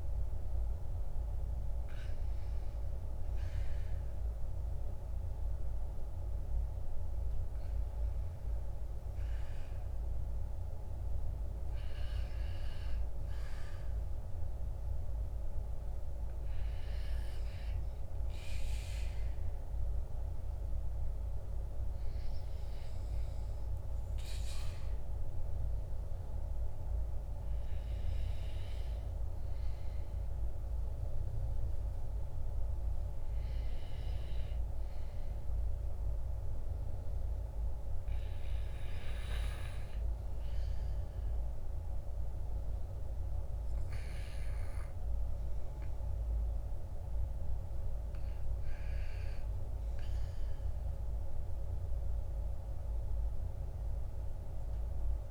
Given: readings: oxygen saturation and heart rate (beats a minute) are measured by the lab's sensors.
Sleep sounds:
breathing in sleep, hard to hear, by a room microphone; none
42.00-55.31 s: new sleep stage, REM sleep
From the record:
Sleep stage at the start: N2 (light sleep); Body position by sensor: on the back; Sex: male

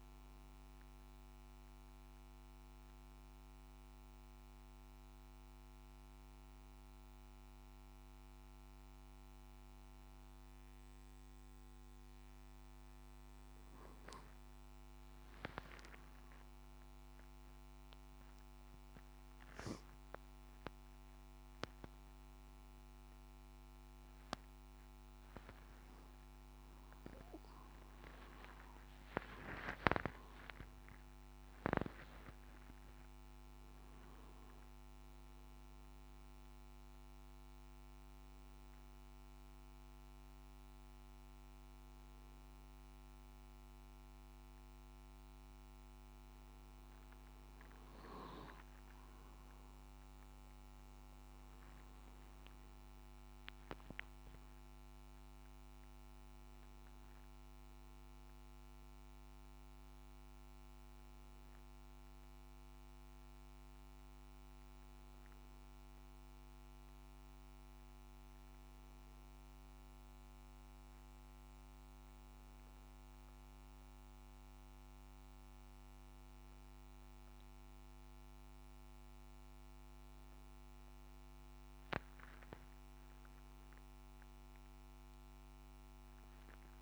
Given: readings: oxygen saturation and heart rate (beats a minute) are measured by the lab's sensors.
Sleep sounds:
a person awake in a sleep study, by a microphone on the trachea; none
29.50-86.82 s: new sleep stage, awake
From the record:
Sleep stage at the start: N1 (lightest sleep); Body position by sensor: on the back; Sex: male

